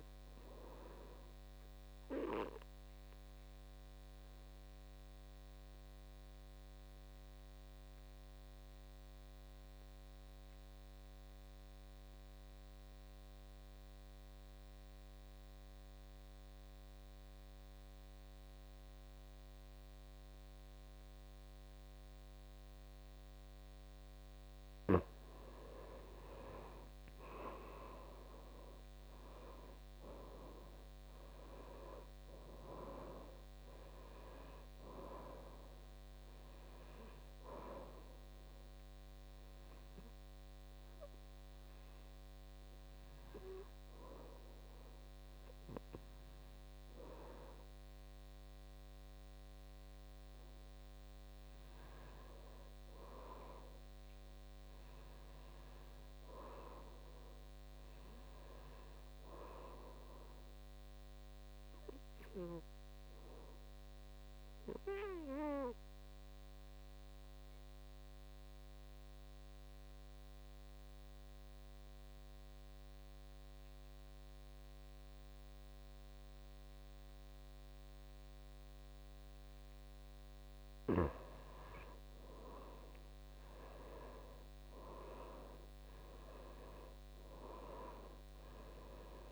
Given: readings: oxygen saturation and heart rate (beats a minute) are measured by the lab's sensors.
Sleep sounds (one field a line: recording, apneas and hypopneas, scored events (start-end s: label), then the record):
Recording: breathing in sleep by a microphone on the trachea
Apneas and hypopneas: 3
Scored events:
0.00-14.00 s: oxygen desaturation (device-marked, oxygen 82% lowest, heart rate 53 extreme)
1.00-24.00 s: obstructive apnea (oxygen 97% before, 82% lowest, heart rate 65 before, 53 extreme, up 12 after)
26.00-29.00 s: arousal
26.00-50.00 s: oxygen desaturation (device-marked, oxygen 98% before, 84% lowest, heart rate 57 before, 56 extreme)
39.00-51.00 s: obstructive apnea (oxygen 98% before, 84% lowest, heart rate 64 before, 56 extreme, up 4 after)
54.00-57.00 s: arousal
63.50-80.00 s: obstructive apnea (oxygen 99% before, 85% lowest, heart rate 58 before, 56 extreme, up 8 after)
82.00-85.50 s: arousal
82.00-89.32 s: oxygen desaturation (device-marked, oxygen 96% before, 85% lowest, heart rate 59 before, 54 extreme)
From the record:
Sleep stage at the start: N2 (light sleep)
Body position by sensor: on the back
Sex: male